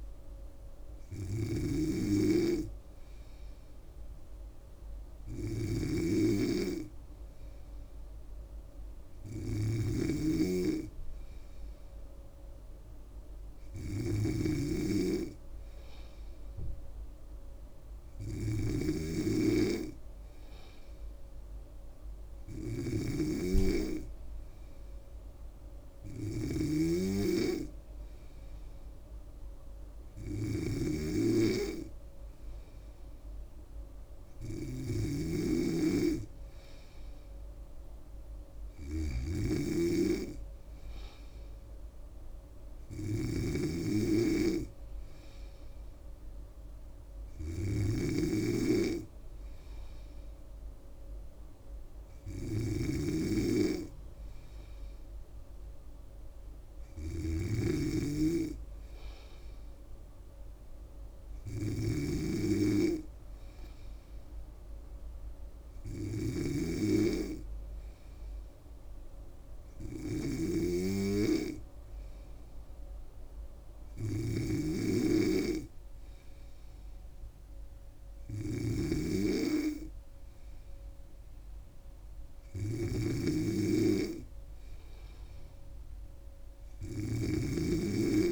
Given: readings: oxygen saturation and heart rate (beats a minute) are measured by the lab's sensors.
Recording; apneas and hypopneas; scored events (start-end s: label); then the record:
breathing in sleep by a room microphone; none
0.00-88.31 s: snoring (device-marked)
From the record:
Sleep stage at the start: N3 (deep sleep); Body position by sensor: on the back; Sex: female